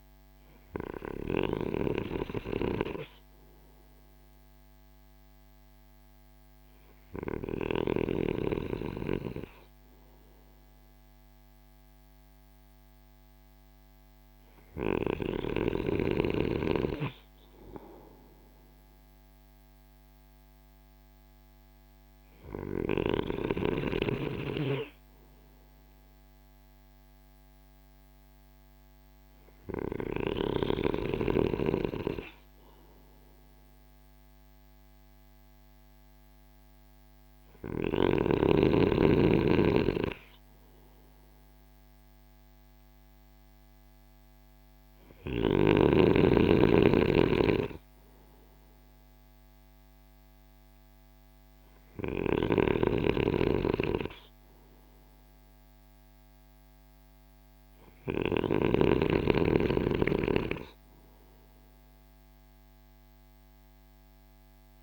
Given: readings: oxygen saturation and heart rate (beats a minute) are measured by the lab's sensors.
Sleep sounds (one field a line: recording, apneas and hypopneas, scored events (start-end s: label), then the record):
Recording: breathing in sleep by a microphone on the trachea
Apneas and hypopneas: none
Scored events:
0.50-7.00 s: snoring (device-marked)
51.00-57.50 s: snoring (device-marked)
From the record:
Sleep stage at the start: N2 (light sleep)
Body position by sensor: on the right side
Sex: male